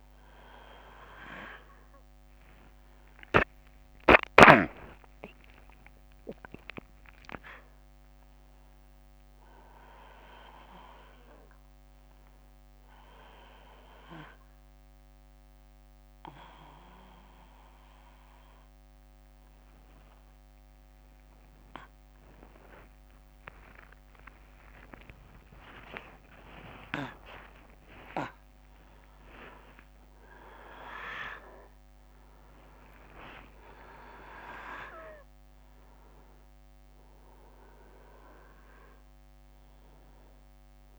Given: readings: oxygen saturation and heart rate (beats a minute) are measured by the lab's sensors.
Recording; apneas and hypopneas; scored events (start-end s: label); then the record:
a person awake in a sleep study, by a microphone on the trachea; none
1.00-31.00 s: new sleep stage, awake
31.00-40.99 s: new sleep stage, N1 (lightest sleep)
From the record:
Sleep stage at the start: N1 (lightest sleep); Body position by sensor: on the back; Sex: male